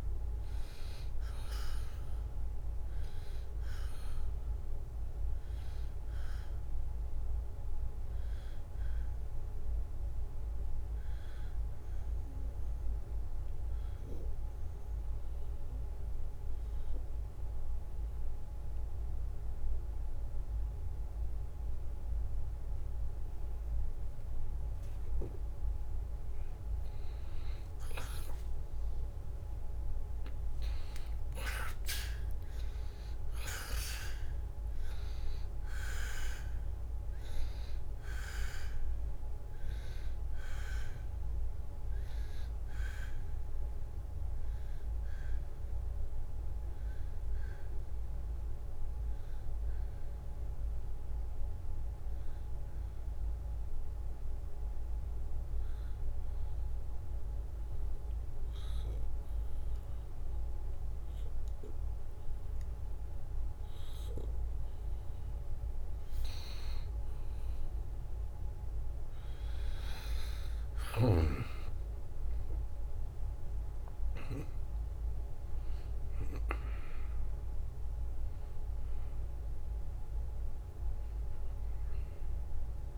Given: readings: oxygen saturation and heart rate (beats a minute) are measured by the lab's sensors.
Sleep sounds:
breathing in sleep by a room microphone; 2
0.00-9.00 s: oxygen desaturation (device-marked, oxygen 91% lowest, heart rate 68 extreme)
3.00-24.50 s: obstructive apnea (oxygen 95% before, 88% lowest, heart rate 71 before, 68 extreme, up 7 after)
27.00-30.50 s: arousal
28.00-55.00 s: oxygen desaturation (device-marked, oxygen 94% before, 88% lowest, heart rate 72 before, 71 extreme)
43.00-65.00 s: obstructive apnea (oxygen 94% before, 88% lowest, heart rate 74 before, 71 extreme, up 1 after)
70.00-75.00 s: arousal
73.00-82.98 s: oxygen desaturation (device-marked, oxygen 95% before, 90% lowest, heart rate 72 before, 71 extreme)
74.00-82.98 s: drop in pulse transit time (device-marked, heart rate 72 before, 73 extreme)
From the record:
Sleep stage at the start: N2 (light sleep); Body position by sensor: on the back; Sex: male

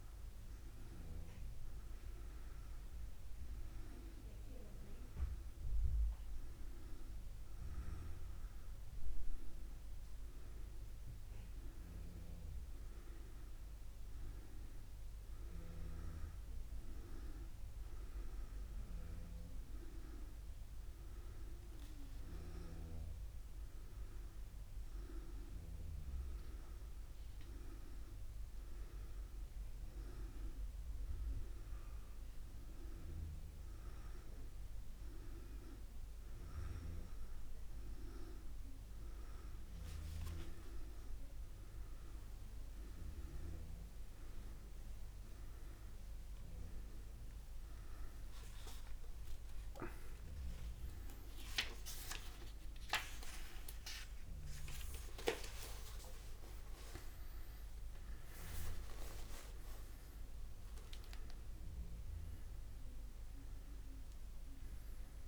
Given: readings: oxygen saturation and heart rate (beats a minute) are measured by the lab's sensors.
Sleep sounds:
a person awake in a sleep study, by a room microphone; none
none scored
From the record:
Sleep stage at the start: awake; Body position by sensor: on the back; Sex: male

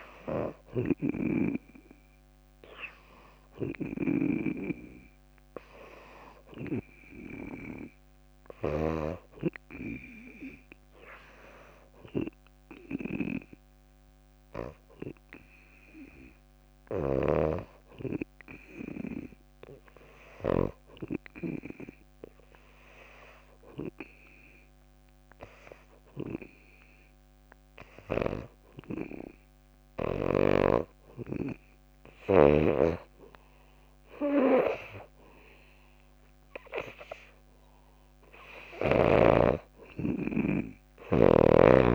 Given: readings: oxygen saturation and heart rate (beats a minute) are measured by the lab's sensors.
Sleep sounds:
breathing in sleep by a microphone on the trachea; 1
0.00-9.50 s: snoring (device-marked)
0.00-12.00 s: oxygen desaturation (device-marked, oxygen 92% lowest, heart rate 64 extreme)
10.00-29.50 s: hypopnea (oxygen 96% before, 86% lowest, heart rate 63 before, 69 extreme, up 3 after)
17.00-21.00 s: snoring (device-marked)
27.00-41.95 s: oxygen desaturation (device-marked, oxygen 96% before, 86% lowest, heart rate 68 before, 60 extreme)
32.50-35.50 s: arousal
From the record:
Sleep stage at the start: N2 (light sleep); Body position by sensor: on the back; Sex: female

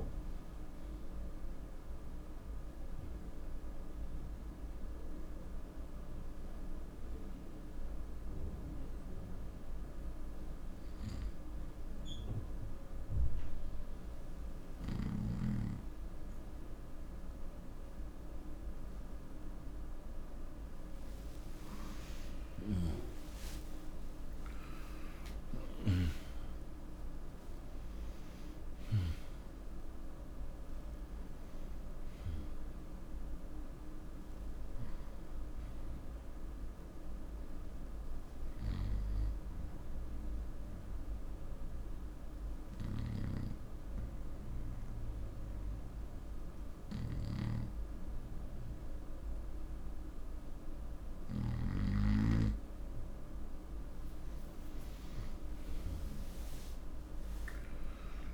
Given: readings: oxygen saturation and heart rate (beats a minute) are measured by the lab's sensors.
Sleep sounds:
breathing in sleep by a room microphone; 2
7.00-20.00 s: obstructive apnea (oxygen 95% before, 89% lowest, heart rate 83 before, 62 extreme, up 18 after)
7.50-22.50 s: oxygen desaturation (device-marked, oxygen 95% before, 89% lowest, heart rate 83 before, 62 extreme)
14.50-58.34 s: new sleep stage, N2 (light sleep)
21.50-27.00 s: arousal
37.50-47.50 s: oxygen desaturation (device-marked, oxygen 98% before, 91% lowest, heart rate 69 before, 62 extreme)
38.00-51.50 s: obstructive apnea (oxygen 98% before, 91% lowest, heart rate 69 before, 62 extreme, up 0 after)
54.00-58.34 s: arousal
From the record:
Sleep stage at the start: N1 (lightest sleep); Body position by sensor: on the right side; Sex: male

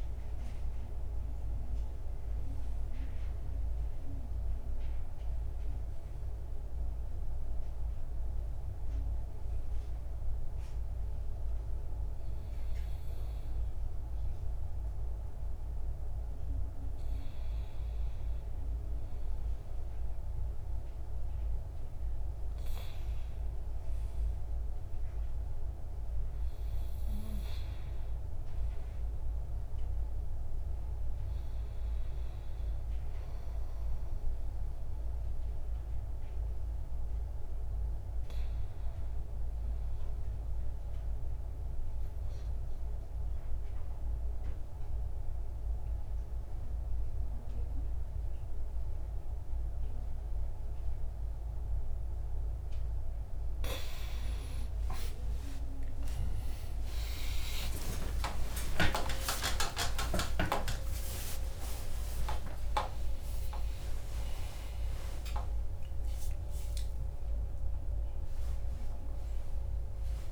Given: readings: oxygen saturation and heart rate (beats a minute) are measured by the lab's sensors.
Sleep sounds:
breathing in sleep by a room microphone; 2
10.00-21.00 s: hypopnea (oxygen 96% before, 90% lowest, heart rate 84 before, 80 extreme, up 4 after)
23.50-27.50 s: arousal
41.00-52.00 s: obstructive apnea (oxygen 97% before, 90% lowest, heart rate 82 before, 57 extreme)
67.50-70.32 s: oxygen desaturation (device-marked, oxygen 94% before, 90% lowest)
68.50-70.32 s: new sleep stage, awake
From the record:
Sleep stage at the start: N2 (light sleep); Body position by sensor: on the back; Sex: male

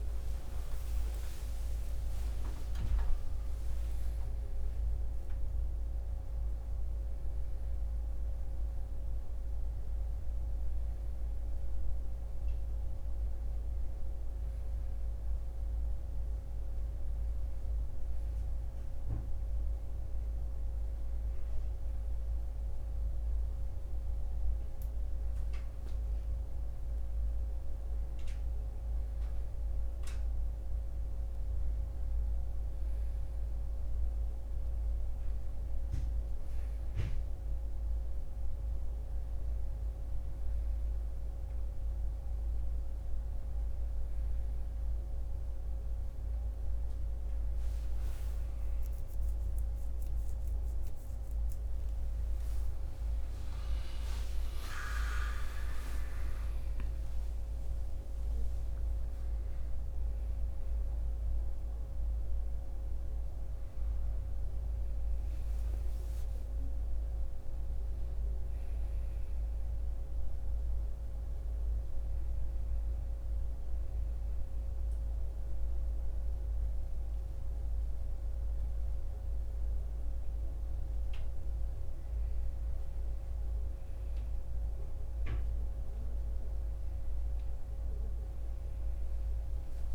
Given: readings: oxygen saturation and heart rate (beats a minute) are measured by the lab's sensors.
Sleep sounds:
breathing in sleep, hard to hear, by a room microphone; none
3.00-89.95 s: new sleep stage, N1 (lightest sleep)
48.50-55.00 s: arousal
From the record:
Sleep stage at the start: N2 (light sleep); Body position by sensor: on the right side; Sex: male

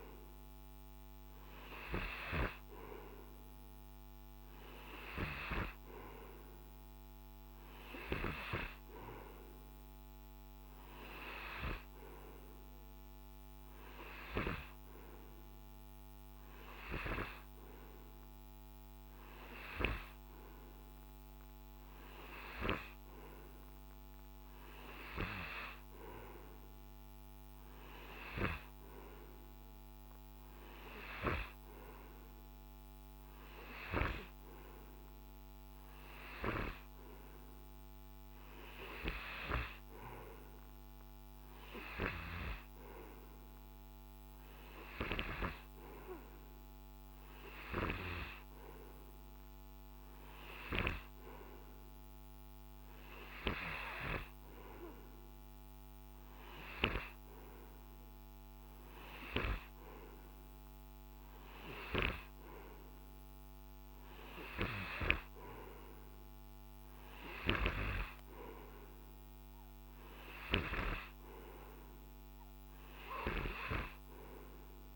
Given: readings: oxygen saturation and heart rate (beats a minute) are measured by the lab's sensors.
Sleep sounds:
breathing in sleep by a microphone on the trachea; none
none scored
From the record:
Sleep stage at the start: N2 (light sleep); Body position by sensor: on the right side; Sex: male

